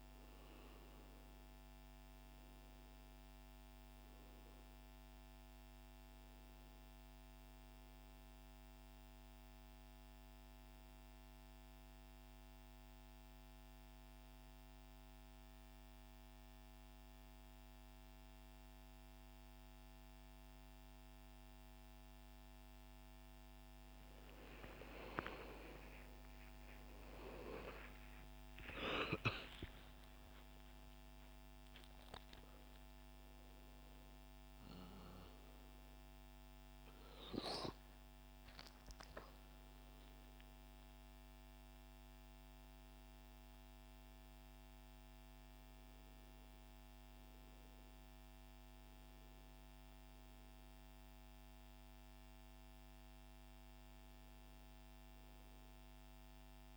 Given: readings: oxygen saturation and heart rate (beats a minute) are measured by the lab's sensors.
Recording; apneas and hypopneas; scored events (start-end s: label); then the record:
breathing in sleep by a microphone on the trachea; 1
8.50-23.50 s: hypopnea (oxygen 97% before, 96% lowest, heart rate 109 before, 65 extreme)
25.00-30.50 s: arousal
From the record:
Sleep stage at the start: N1 (lightest sleep); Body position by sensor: on the right side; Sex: male